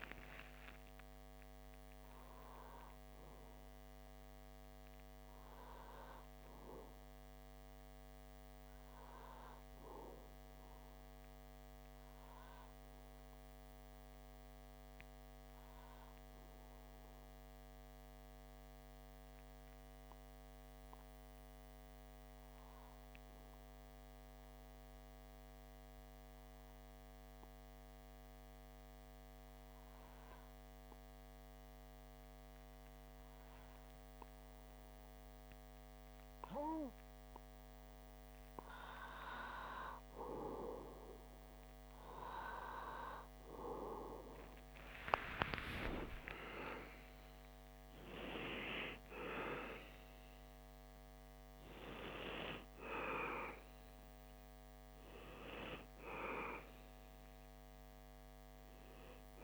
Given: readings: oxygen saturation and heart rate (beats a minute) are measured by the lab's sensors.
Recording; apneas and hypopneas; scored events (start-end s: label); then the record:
breathing in sleep by a microphone on the trachea; 1
0.00-2.50 s: arousal
14.00-36.00 s: obstructive apnea (oxygen 97% before, 93% lowest)
40.50-45.00 s: arousal
49.00-59.44 s: oxygen desaturation (device-marked, oxygen 96% before, 93% lowest, heart rate 45 before, 29 extreme)
From the record:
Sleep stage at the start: N2 (light sleep); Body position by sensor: on the back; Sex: male